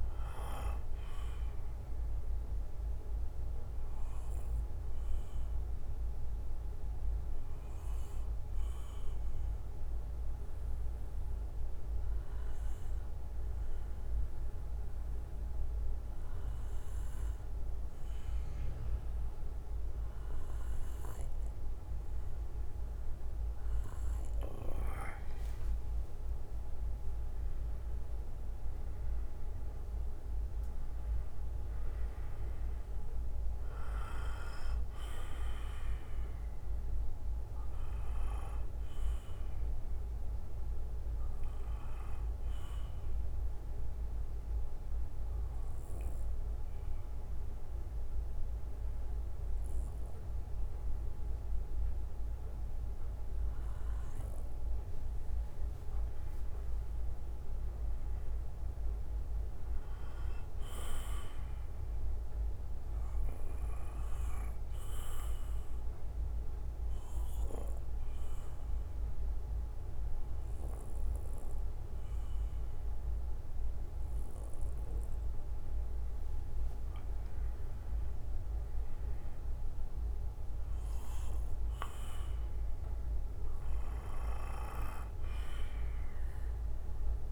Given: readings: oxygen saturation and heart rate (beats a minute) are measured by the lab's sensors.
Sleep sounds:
breathing in sleep by a room microphone; 3
0.00-4.00 s: bradycardia (device-marked, heart rate 61 before, 59 extreme)
2.50-23.50 s: obstructive apnea (oxygen 97% before, 92% lowest, heart rate 62 before, 52 extreme, up 17 after)
6.00-19.00 s: bradycardia (device-marked, heart rate 61 before, 52 extreme)
8.00-24.00 s: oxygen desaturation (device-marked, oxygen 95% before, 92% lowest, heart rate 63 before, 52 extreme)
22.00-24.00 s: bradycardia (device-marked, heart rate 61 before, 59 extreme)
28.00-32.00 s: arousal
36.00-44.00 s: bradycardia (device-marked, heart rate 61 before, 57 extreme)
42.50-54.50 s: obstructive apnea (oxygen 97% before, 93% lowest, heart rate 63 before, 52 extreme, up 16 after)
45.00-53.00 s: bradycardia (device-marked, heart rate 61 before, 52 extreme)
56.50-60.50 s: arousal
60.00-77.00 s: bradycardia (device-marked, heart rate 61 before, 52 extreme)
64.00-77.00 s: obstructive apnea (oxygen 97% before, 92% lowest, heart rate 59 before, 52 extreme, up 16 after)
77.00-81.00 s: arousal
83.00-87.32 s: bradycardia (device-marked, heart rate 60 before, 53 extreme)
From the record:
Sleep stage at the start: N2 (light sleep); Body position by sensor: on the back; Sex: male

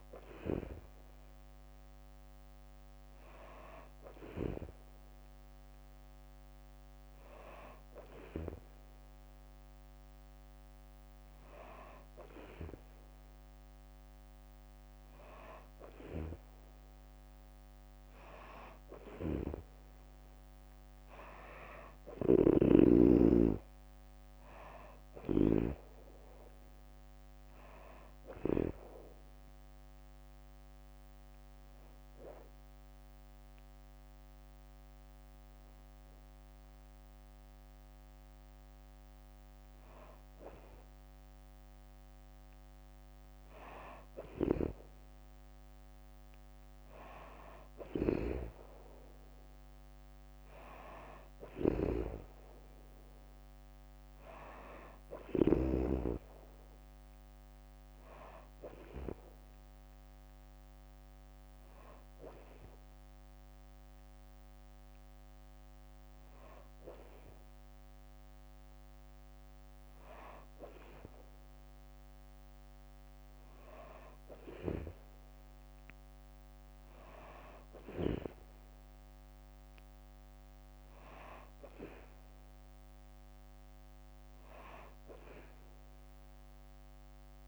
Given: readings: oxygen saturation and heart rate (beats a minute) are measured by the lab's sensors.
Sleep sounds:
breathing in sleep by a microphone on the trachea; 1
1.00-87.48 s: new sleep stage, N3 (deep sleep)
15.50-28.50 s: snoring (device-marked)
31.00-42.00 s: hypopnea (oxygen 95% before, 92% lowest, heart rate 71 before, 64 extreme, up 5 after)
44.00-46.50 s: arousal
47.50-55.50 s: snoring (device-marked)
51.00-63.00 s: oxygen desaturation (device-marked, oxygen 96% before, 92% lowest, heart rate 66 before, 65 extreme)
53.00-67.00 s: drop in pulse transit time (device-marked, heart rate 67 before, 66 extreme)
From the record:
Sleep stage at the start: N2 (light sleep); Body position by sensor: on the back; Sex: female

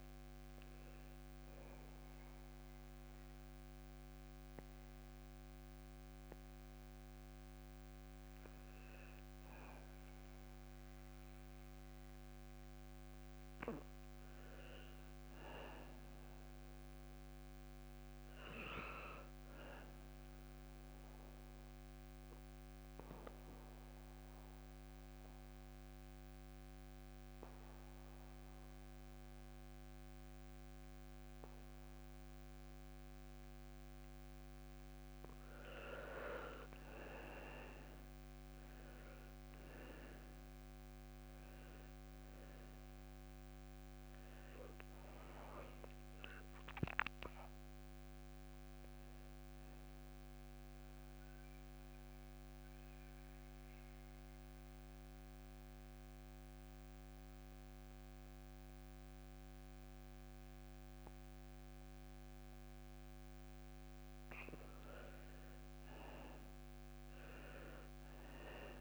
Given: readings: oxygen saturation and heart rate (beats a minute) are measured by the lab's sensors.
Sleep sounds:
breathing in sleep by a microphone on the trachea; 3
2.00-13.00 s: obstructive apnea (oxygen 97% before, 85% lowest)
14.50-17.50 s: arousal
18.00-31.00 s: oxygen desaturation (device-marked, oxygen 95% before, 91% lowest)
21.00-33.50 s: obstructive apnea (oxygen 96% before, 85% lowest)
35.50-39.00 s: arousal
39.00-42.00 s: oxygen desaturation (device-marked, oxygen 95% before, 90% lowest)
44.00-47.50 s: arousal
50.00-67.00 s: oxygen desaturation (device-marked, oxygen 93% before, 85% lowest)
50.50-64.00 s: mixed apnea (oxygen 95% before, 85% lowest)
67.00-68.81 s: arousal
From the record:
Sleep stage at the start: N2 (light sleep); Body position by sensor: on the back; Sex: male

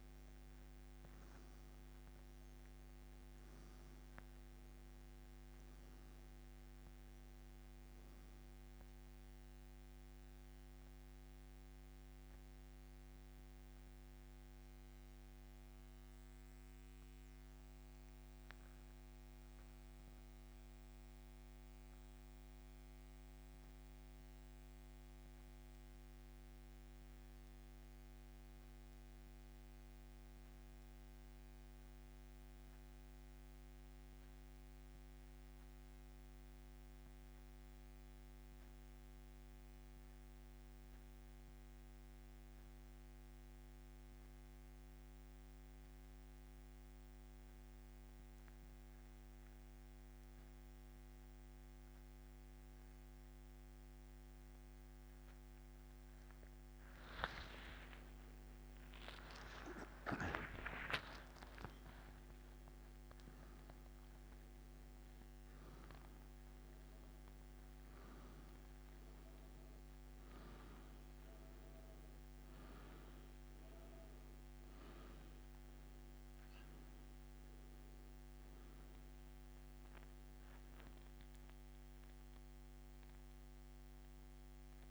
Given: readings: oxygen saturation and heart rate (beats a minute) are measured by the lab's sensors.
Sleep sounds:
breathing in sleep by a microphone on the trachea; 1
14.50-46.50 s: oxygen desaturation (device-marked, oxygen 97% before, 86% lowest, heart rate 88 before, 66 extreme)
21.00-57.00 s: mixed apnea (oxygen 97% before, 86% lowest, heart rate 87 before, 66 extreme, up 39 after)
58.00-62.50 s: arousal
73.50-84.91 s: oxygen desaturation (device-marked, oxygen 98% before, 86% lowest, heart rate 96 before, 68 extreme)
From the record:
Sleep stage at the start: N2 (light sleep); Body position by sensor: on the back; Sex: male

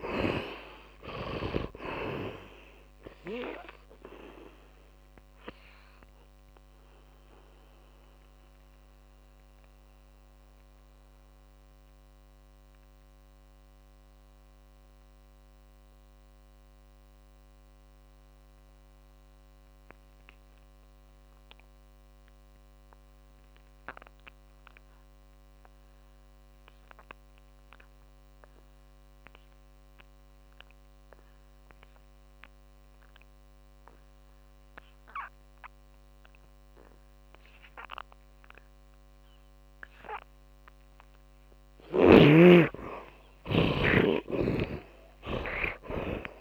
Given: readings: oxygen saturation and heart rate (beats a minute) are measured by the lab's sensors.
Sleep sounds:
breathing in sleep by a microphone on the trachea; 1
0.00-22.00 s: oxygen desaturation (device-marked, oxygen 71% lowest, heart rate 45 extreme)
3.50-41.50 s: mixed apnea (oxygen 100% before, 71% lowest, heart rate 54 before, 48 extreme, up 30 after)
32.00-46.41 s: oxygen desaturation (device-marked, oxygen 100% before, 71% lowest, heart rate 57 before, 44 extreme)
43.50-46.41 s: arousal
44.50-46.41 s: snoring (device-marked)
From the record:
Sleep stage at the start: N2 (light sleep); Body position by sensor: on the back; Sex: male

